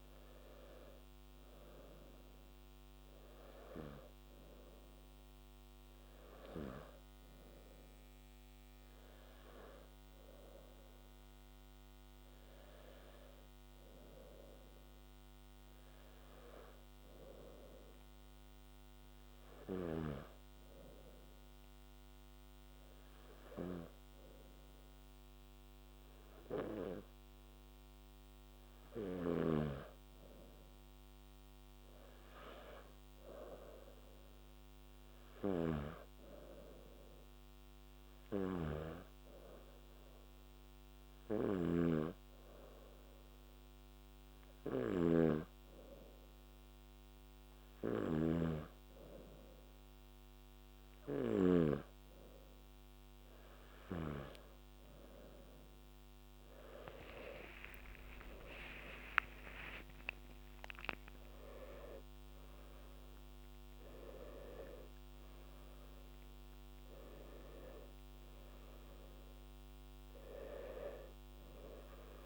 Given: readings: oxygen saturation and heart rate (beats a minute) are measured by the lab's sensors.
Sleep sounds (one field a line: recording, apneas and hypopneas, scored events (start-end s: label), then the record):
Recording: breathing in sleep by a microphone on the trachea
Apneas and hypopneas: 2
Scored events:
0.00-16.00 s: oxygen desaturation (device-marked, oxygen 95% before, 92% lowest, heart rate 71 before, 61 extreme)
15.50-28.00 s: hypopnea (oxygen 95% before, 93% lowest, heart rate 72 before, 61 extreme, up 3 after)
30.50-34.00 s: arousal
38.50-50.00 s: hypopnea (oxygen 97% before, 93% lowest, heart rate 65 before, 61 extreme, up 9 after)
48.00-51.50 s: snoring (device-marked)
56.00-59.00 s: arousal
From the record:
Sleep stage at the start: N2 (light sleep)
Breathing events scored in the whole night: 231 in 5.2 hours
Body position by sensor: on the back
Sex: male